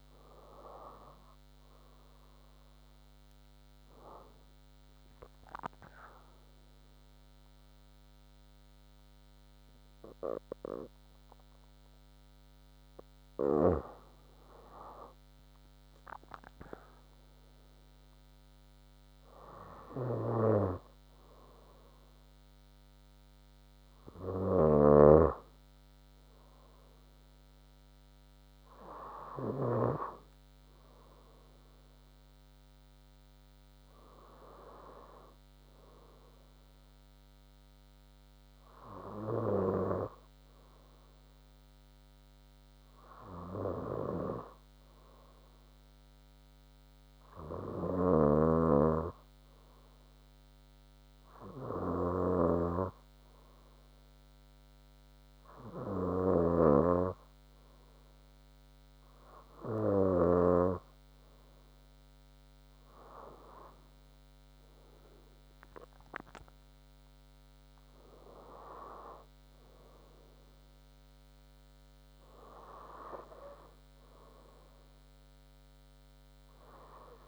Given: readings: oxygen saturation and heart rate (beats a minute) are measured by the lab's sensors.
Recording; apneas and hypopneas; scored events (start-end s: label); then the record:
breathing in sleep by a microphone on the trachea; none
5.50-7.50 s: long interval between heartbeats (device-marked, heart rate 94 before, 84 extreme)
23.50-25.50 s: long interval between heartbeats (device-marked, heart rate 76 before, 81 extreme)
27.50-31.50 s: arousal
48.00-61.00 s: snoring (device-marked)
65.50-70.00 s: arousal
From the record:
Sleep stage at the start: N2 (light sleep); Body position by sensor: on the front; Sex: female